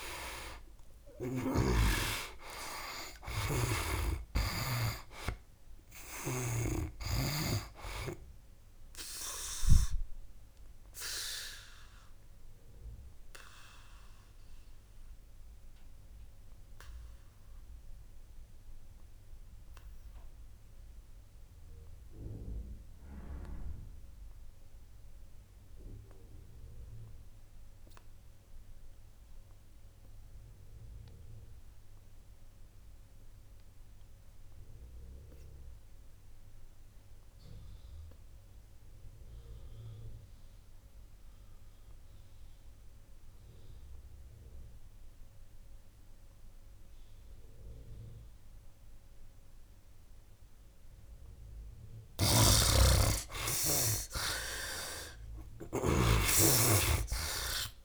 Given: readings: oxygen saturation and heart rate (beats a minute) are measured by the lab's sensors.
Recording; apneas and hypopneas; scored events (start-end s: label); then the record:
breathing in sleep by a room microphone; 1
0.00-3.00 s: arousal
0.00-29.50 s: oxygen desaturation (device-marked, oxygen 68% lowest, heart rate 63 extreme)
9.50-51.00 s: obstructive apnea (oxygen 96% before, 62% lowest, heart rate 79 before, 64 extreme, up 19 after)
31.50-57.85 s: oxygen desaturation (device-marked, oxygen 98% before, 62% lowest, heart rate 72 before, 63 extreme)
52.00-57.85 s: snoring (device-marked)
54.50-57.85 s: arousal
From the record:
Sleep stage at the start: N2 (light sleep); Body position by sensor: on the back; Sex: male